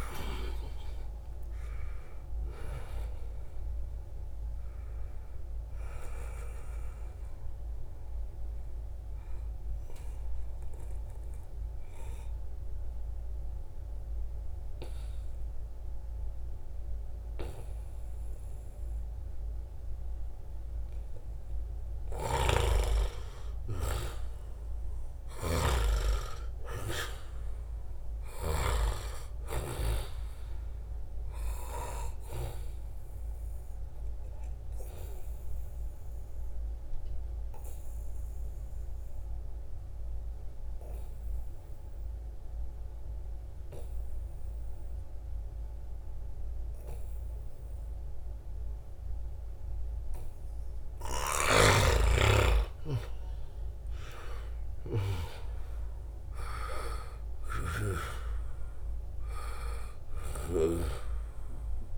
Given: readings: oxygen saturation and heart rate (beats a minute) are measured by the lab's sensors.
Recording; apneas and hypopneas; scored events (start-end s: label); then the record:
breathing in sleep by a room microphone; 2
0.00-1.00 s: long interval between heartbeats (device-marked, heart rate 135 extreme)
0.00-10.00 s: oxygen desaturation (device-marked, oxygen 89% lowest, heart rate 79 extreme)
7.50-20.00 s: obstructive apnea (oxygen 95% before, 89% lowest, heart rate 102 before, 78 extreme)
21.50-28.00 s: snoring (device-marked)
22.00-25.50 s: arousal
28.00-44.00 s: oxygen desaturation (device-marked, oxygen 96% before, 91% lowest, heart rate 84 before, 74 extreme)
32.50-49.50 s: obstructive apnea (oxygen 96% before, 89% lowest, heart rate 83 before, 74 extreme, up 3 after)
50.50-53.50 s: arousal
56.00-61.98 s: oxygen desaturation (device-marked, oxygen 95% before, 89% lowest, heart rate 78 before, 64 extreme)
From the record:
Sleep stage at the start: N2 (light sleep); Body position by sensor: on the right side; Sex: male